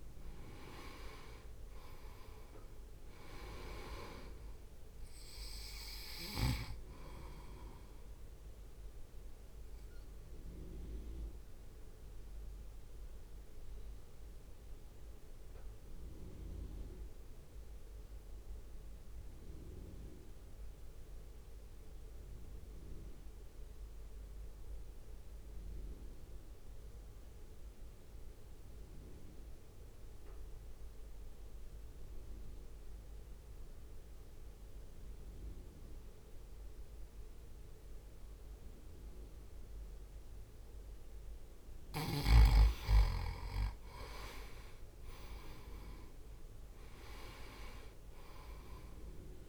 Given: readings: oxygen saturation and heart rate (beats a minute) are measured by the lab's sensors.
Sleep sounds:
breathing in sleep by a room microphone; 1
0.00-1.50 s: arousal
0.00-31.00 s: oxygen desaturation (device-marked, oxygen 85% lowest, heart rate 52 extreme)
2.00-16.00 s: drop in pulse transit time (device-marked, heart rate 60 before, 53 extreme)
9.00-41.00 s: mixed apnea (oxygen 98% before, 85% lowest, heart rate 58 before, 50 extreme, up 3 after)
44.00-49.49 s: oxygen desaturation (device-marked, oxygen 97% before, 87% lowest, heart rate 62 before, 50 extreme)
44.50-48.00 s: arousal
From the record:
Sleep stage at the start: N2 (light sleep); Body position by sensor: on the right side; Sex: male

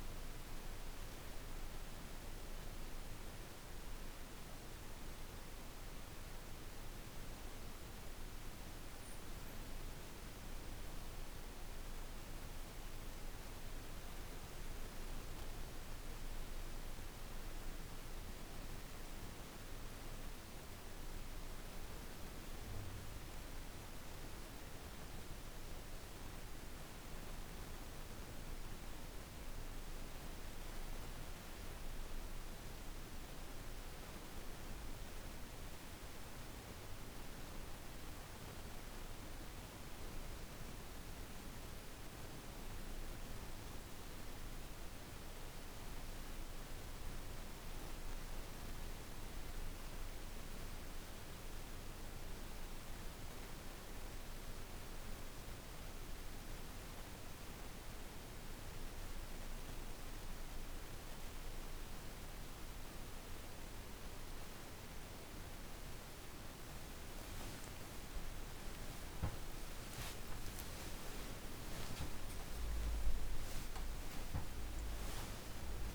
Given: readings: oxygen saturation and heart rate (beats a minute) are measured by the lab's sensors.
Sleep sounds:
a person awake in a sleep study, hard to hear, by a room microphone; none
none scored
From the record:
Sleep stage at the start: awake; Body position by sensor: on the back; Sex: female

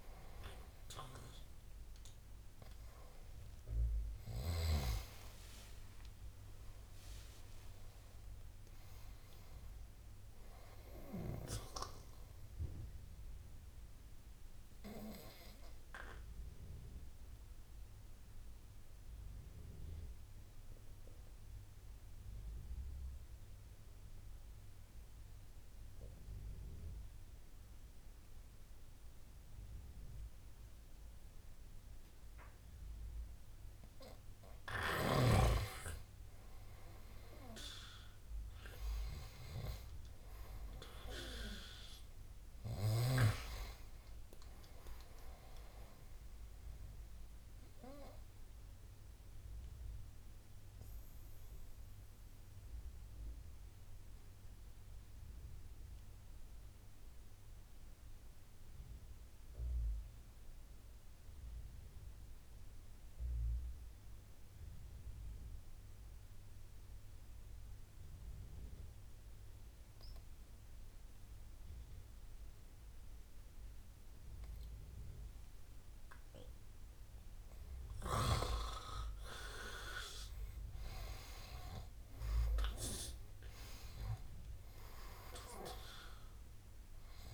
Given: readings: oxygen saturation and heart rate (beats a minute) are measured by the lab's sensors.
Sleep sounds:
breathing in sleep by a room microphone; 2
0.00-23.00 s: oxygen desaturation (device-marked, oxygen 87% lowest, heart rate 73 extreme)
5.50-9.50 s: arousal
15.00-33.50 s: obstructive apnea (oxygen 96% before, 87% lowest, heart rate 86 before, 72 extreme, up 8 after)
38.50-43.00 s: arousal
39.00-63.00 s: oxygen desaturation (device-marked, oxygen 99% before, 90% lowest, heart rate 75 before, 72 extreme)
50.50-77.50 s: obstructive apnea (oxygen 99% before, 85% lowest, heart rate 79 before, 72 extreme, up 11 after)
77.00-87.34 s: oxygen desaturation (device-marked, oxygen 98% before, 85% lowest, heart rate 76 before, 73 extreme)
80.00-83.50 s: arousal
From the record:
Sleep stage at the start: N2 (light sleep); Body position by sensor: on the right side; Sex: male

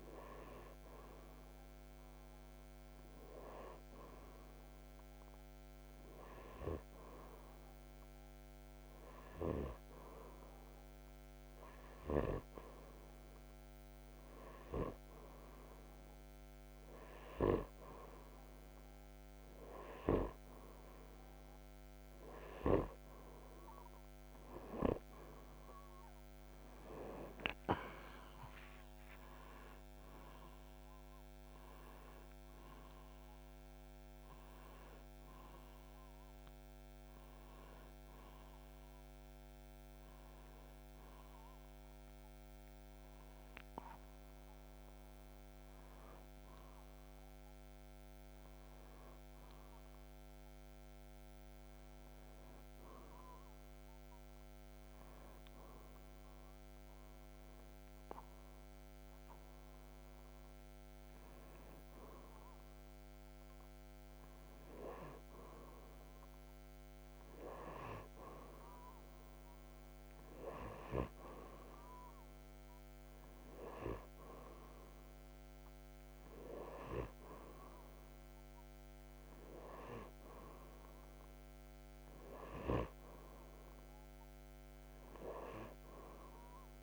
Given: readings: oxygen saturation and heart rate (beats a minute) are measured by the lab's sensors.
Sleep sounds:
breathing in sleep by a microphone on the trachea; 1
2.50-16.00 s: hypopnea (oxygen 98% before, 95% lowest)
28.50-35.50 s: arousal
From the record:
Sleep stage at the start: N2 (light sleep); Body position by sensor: upright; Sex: male

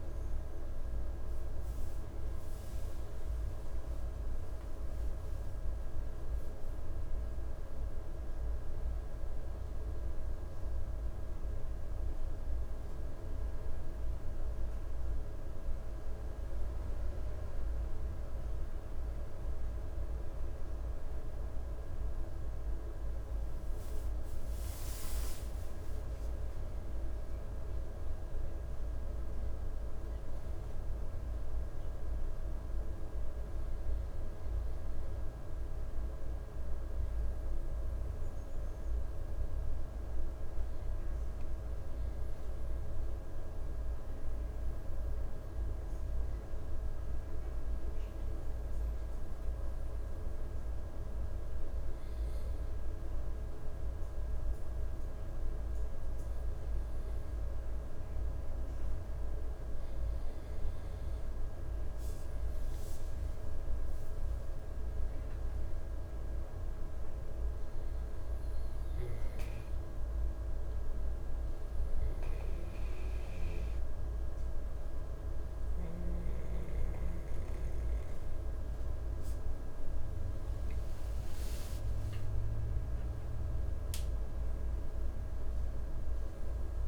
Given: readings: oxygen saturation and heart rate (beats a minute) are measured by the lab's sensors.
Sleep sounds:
breathing in sleep, hard to hear, by a room microphone; 2
14.00-25.00 s: central apnea (oxygen 97% before, 92% lowest, heart rate 64 before, 57 extreme, up 14 after)
27.50-31.00 s: arousal
31.00-38.00 s: oxygen desaturation (device-marked, oxygen 97% before, 94% lowest, heart rate 61 before, 56 extreme)
42.50-62.00 s: mixed apnea (oxygen 97% before, 92% lowest, heart rate 63 before, 56 extreme, up 9 after)
64.00-66.00 s: arousal
67.00-85.00 s: oxygen desaturation (device-marked, oxygen 97% before, 92% lowest, heart rate 60 before, 56 extreme)
82.00-86.50 s: arousal
From the record:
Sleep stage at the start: N2 (light sleep); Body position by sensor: on the back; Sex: male

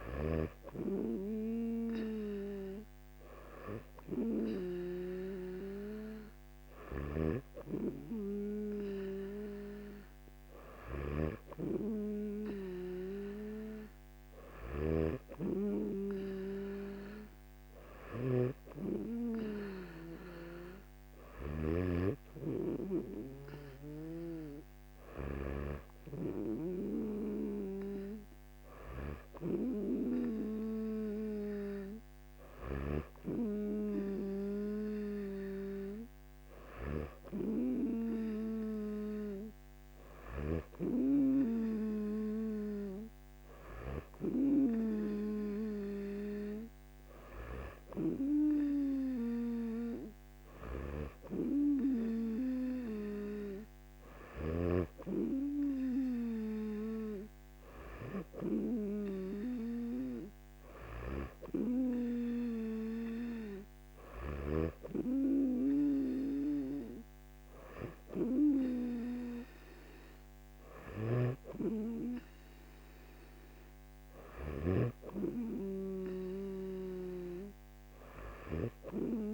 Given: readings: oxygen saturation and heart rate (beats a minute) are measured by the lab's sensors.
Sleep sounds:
breathing in sleep by a microphone on the trachea; none
10.50-15.00 s: snoring (device-marked)
16.50-18.50 s: long interval between heartbeats (device-marked, heart rate 61 before, 70 extreme)
From the record:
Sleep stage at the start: N2 (light sleep); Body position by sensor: on the back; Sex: male

